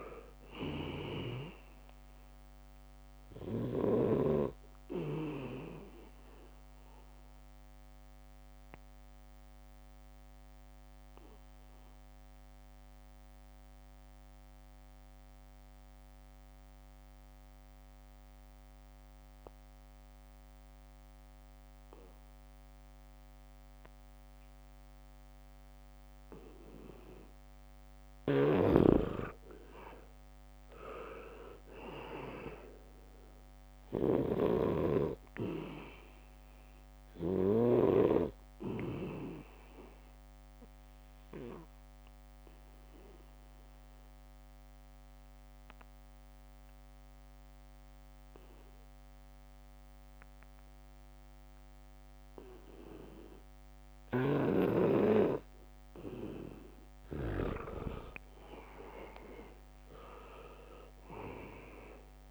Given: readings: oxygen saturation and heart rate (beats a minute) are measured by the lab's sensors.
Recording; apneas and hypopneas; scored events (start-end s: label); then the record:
breathing in sleep by a microphone on the trachea; 2
0.00-20.50 s: oxygen desaturation (device-marked, oxygen 80% lowest, heart rate 71 extreme)
7.50-26.00 s: obstructive apnea (oxygen 99% before, 80% lowest, heart rate 75 before, 72 extreme, up 0 after)
22.50-51.50 s: oxygen desaturation (device-marked, oxygen 99% before, 83% lowest, heart rate 77 before, 72 extreme)
28.00-33.00 s: leg movement (device-marked)
28.50-38.00 s: snoring (device-marked)
30.00-33.50 s: arousal
34.00-36.00 s: leg movement (device-marked)
38.50-53.00 s: obstructive apnea (oxygen 99% before, 83% lowest, heart rate 74 before, 73 extreme, up 0 after)
53.50-62.31 s: oxygen desaturation (device-marked, oxygen 98% before, 83% lowest, heart rate 77 before, 72 extreme)
54.50-58.00 s: snoring (device-marked)
60.50-62.31 s: arousal
From the record:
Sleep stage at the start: N2 (light sleep); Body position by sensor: on the back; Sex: male